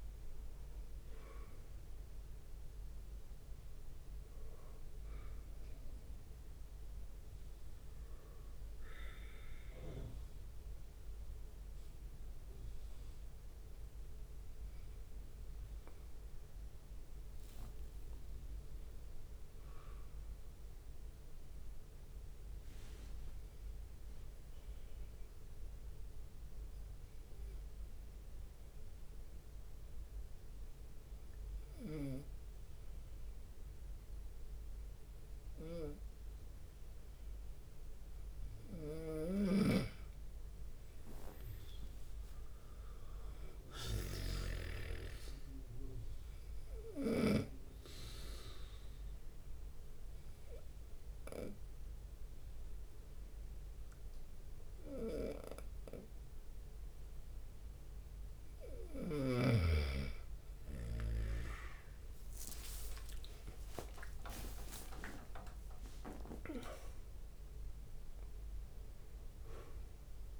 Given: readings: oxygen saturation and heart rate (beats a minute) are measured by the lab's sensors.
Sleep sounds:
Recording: breathing in sleep by a room microphone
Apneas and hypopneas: 2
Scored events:
0.00-2.00 s: drop in pulse transit time (device-marked, heart rate 71 extreme)
0.00-14.00 s: oxygen desaturation (device-marked, oxygen 90% lowest, heart rate 64 extreme)
2.50-4.50 s: long interval between heartbeats (device-marked, heart rate 79 before, 75 extreme)
13.00-17.00 s: arousal
19.50-37.00 s: obstructive apnea (oxygen 98% before, 92% lowest, heart rate 77 before, 67 extreme, up 5 after)
22.50-25.50 s: leg movement (device-marked)
27.50-29.00 s: leg movement (device-marked)
36.00-48.00 s: snoring (device-marked)
39.50-43.50 s: arousal
42.00-43.00 s: leg movement (device-marked)
45.00-63.00 s: oxygen desaturation (device-marked, oxygen 97% before, 92% lowest, heart rate 69 before, 67 extreme)
47.00-58.00 s: obstructive apnea (oxygen 98% before, 91% lowest, heart rate 69 before, 68 extreme, up 23 after)
62.00-70.40 s: drop in pulse transit time (device-marked, heart rate 71 before, 72 extreme)
62.50-67.50 s: leg movement (device-marked)
63.50-65.50 s: long interval between heartbeats (device-marked, heart rate 71 before, 82 extreme)
63.50-67.50 s: arousal
From the record:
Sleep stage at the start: N2 (light sleep)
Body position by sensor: on the right side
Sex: male

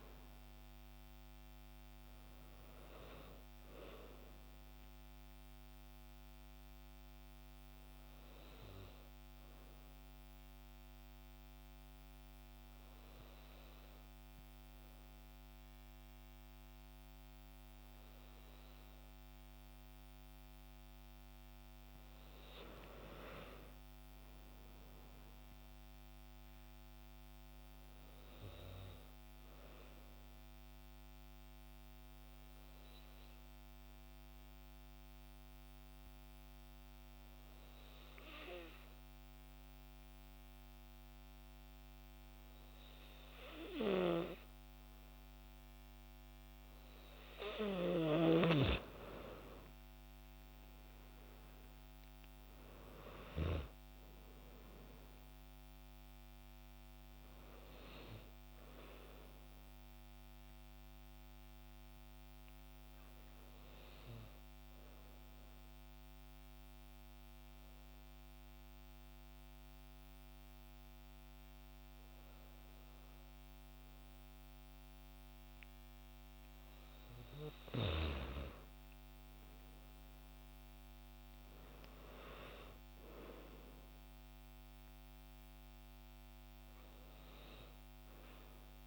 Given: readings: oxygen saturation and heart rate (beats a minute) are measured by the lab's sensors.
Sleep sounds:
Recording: breathing in sleep by a microphone on the trachea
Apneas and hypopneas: 3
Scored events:
4.00-22.00 s: oxygen desaturation (device-marked, oxygen 97% before, 91% lowest, heart rate 60 before, 65 extreme)
6.50-21.50 s: hypopnea (oxygen 97% before, 91% lowest, heart rate 61 before, 65 extreme, up 33 after)
23.50-27.50 s: arousal
31.00-45.50 s: obstructive apnea (oxygen 97% before, 92% lowest, heart rate 98 before, 53 extreme, up 14 after)
49.50-54.00 s: arousal
55.00-76.00 s: oxygen desaturation (device-marked, oxygen 96% before, 92% lowest, heart rate 74 before, 52 extreme)
63.50-76.00 s: hypopnea (oxygen 96% before, 92% lowest, heart rate 67 before, 52 extreme, up 44 after)
78.50-82.00 s: arousal
From the record:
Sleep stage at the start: N2 (light sleep)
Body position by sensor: on the back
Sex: female

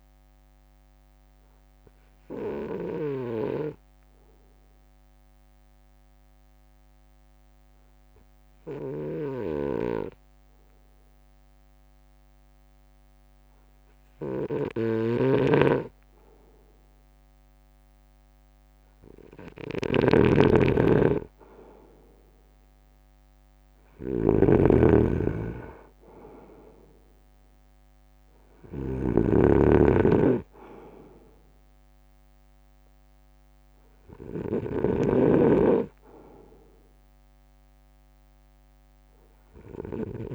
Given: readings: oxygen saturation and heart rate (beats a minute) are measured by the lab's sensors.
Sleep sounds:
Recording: breathing in sleep by a microphone on the trachea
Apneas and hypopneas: 1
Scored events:
0.50-16.00 s: obstructive apnea (oxygen 97% before, 95% lowest, heart rate 54 before, 54 extreme)
3.00-40.35 s: snoring (device-marked)
21.50-39.50 s: drop in pulse transit time (device-marked, heart rate 57 before, 54 extreme)
22.00-25.50 s: arousal
From the record:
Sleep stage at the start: N2 (light sleep)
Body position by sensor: on the front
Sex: male

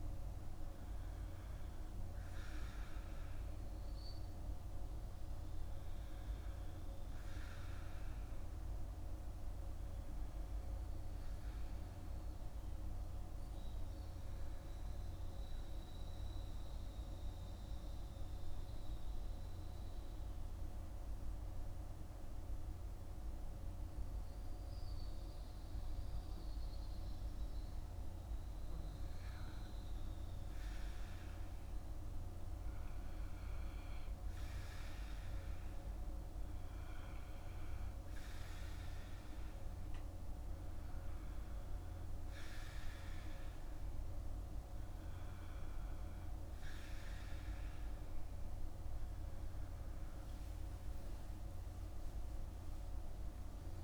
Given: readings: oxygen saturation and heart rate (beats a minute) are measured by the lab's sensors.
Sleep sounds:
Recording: breathing in sleep, hard to hear, by a room microphone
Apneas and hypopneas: 1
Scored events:
14.50-26.00 s: obstructive apnea (oxygen 99% before, 95% lowest, heart rate 51 before, 53 extreme, up 7 after)
29.50-33.00 s: arousal
50.00-53.84 s: arousal
From the record:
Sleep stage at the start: N2 (light sleep)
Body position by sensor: on the back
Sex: male

